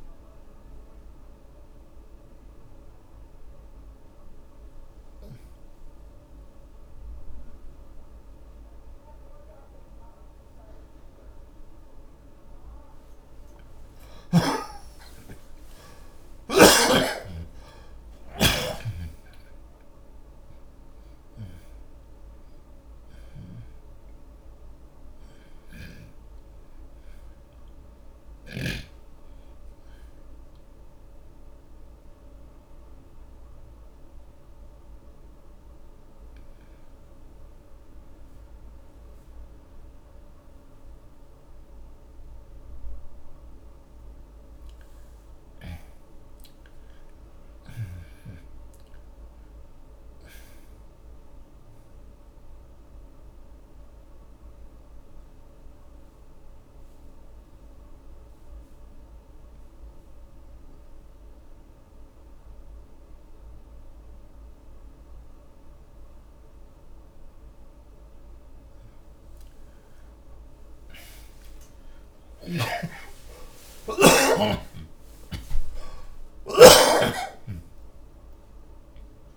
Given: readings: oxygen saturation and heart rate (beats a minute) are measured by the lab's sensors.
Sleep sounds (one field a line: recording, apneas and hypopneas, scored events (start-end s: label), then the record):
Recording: breathing in sleep by a room microphone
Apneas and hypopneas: 3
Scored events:
0.00-17.00 s: oxygen desaturation (device-marked, oxygen 76% lowest)
1.50-14.00 s: obstructive apnea (oxygen 96% before, 76% lowest)
16.00-21.00 s: arousal
28.00-40.00 s: oxygen desaturation (device-marked, oxygen 94% before, 81% lowest)
31.50-44.50 s: mixed apnea (oxygen 94% before, 75% lowest)
46.00-49.50 s: arousal
53.50-67.00 s: obstructive apnea (oxygen 98% before, 75% lowest)
57.00-68.00 s: oxygen desaturation (device-marked, oxygen 97% before, 83% lowest)
71.00-77.00 s: arousal
72.50-77.00 s: snoring (device-marked)
From the record:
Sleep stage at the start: N2 (light sleep)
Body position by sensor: on the back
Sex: male